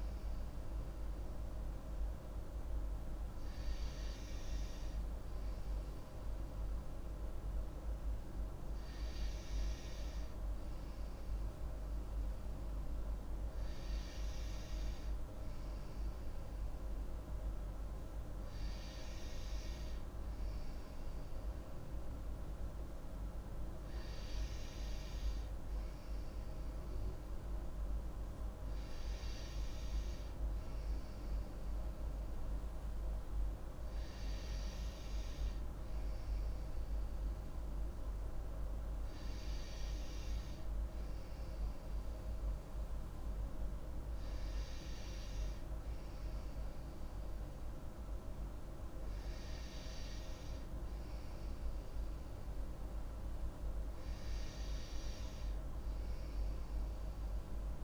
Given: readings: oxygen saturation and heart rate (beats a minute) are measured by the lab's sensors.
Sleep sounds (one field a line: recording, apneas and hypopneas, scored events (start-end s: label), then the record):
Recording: breathing in sleep, hard to hear, by a room microphone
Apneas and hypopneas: none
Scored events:
none scored
From the record:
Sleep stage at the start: N2 (light sleep)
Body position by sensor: on the right side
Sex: female